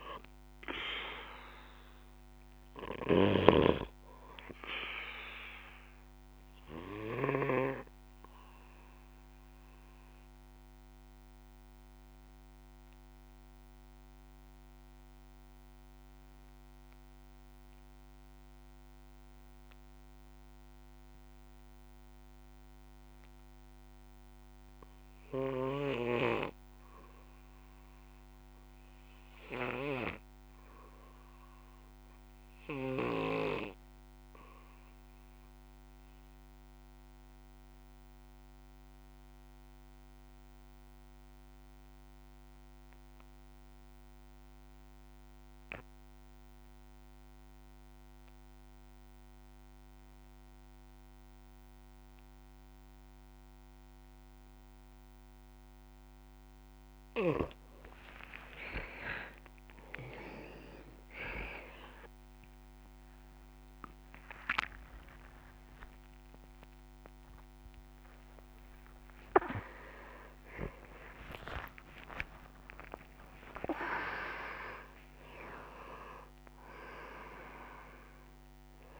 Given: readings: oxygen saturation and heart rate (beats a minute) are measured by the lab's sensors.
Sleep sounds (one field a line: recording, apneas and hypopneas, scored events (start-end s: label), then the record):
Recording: breathing in sleep by a microphone on the trachea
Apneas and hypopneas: 1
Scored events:
6.50-55.00 s: obstructive apnea (oxygen 96% before, 81% lowest, heart rate 66 before, 54 extreme, up 32 after)
30.00-79.00 s: oxygen desaturation (device-marked, oxygen 98% before, 81% lowest)
60.00-79.00 s: new sleep stage, N1 (lightest sleep)
61.00-79.00 s: tachycardia (device-marked, heart rate 62 before, 169 extreme)
63.50-69.00 s: arousal
From the record:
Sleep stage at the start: REM sleep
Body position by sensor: on the back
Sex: male